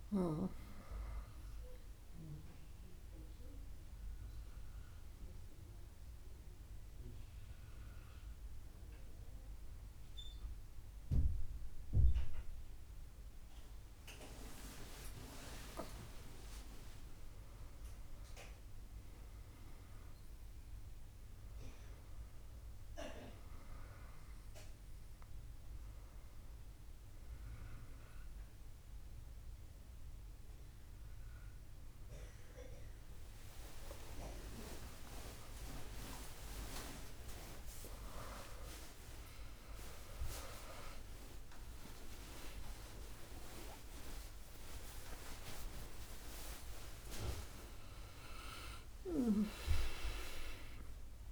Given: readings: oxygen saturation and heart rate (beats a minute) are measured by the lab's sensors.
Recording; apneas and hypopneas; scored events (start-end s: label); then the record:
a person awake in a sleep study, by a room microphone; 1
0.00-3.00 s: oxygen desaturation (device-marked, oxygen 94% lowest, heart rate 66 extreme)
4.00-14.50 s: hypopnea (oxygen 98% before, 96% lowest, heart rate 69 before, 66 extreme, up 48 after)
25.00-51.32 s: new sleep stage, awake
From the record:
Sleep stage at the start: N1 (lightest sleep); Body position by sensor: on the back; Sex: female